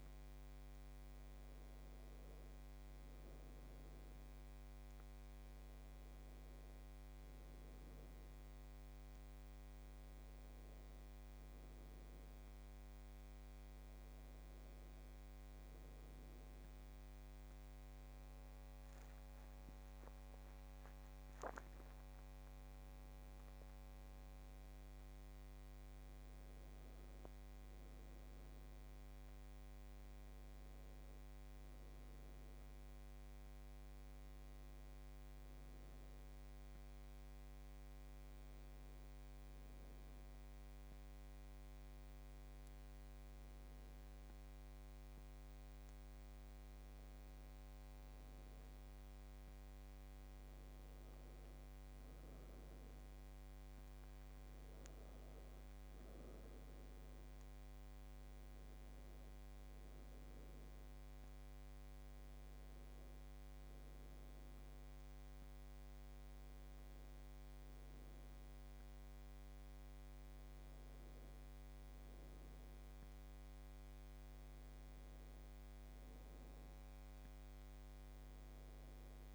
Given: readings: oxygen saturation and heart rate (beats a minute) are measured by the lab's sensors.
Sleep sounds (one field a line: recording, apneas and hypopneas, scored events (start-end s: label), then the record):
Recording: a person awake in a sleep study, hard to hear, by a microphone on the trachea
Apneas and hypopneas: none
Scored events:
none scored
From the record:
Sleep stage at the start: awake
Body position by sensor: on the back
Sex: female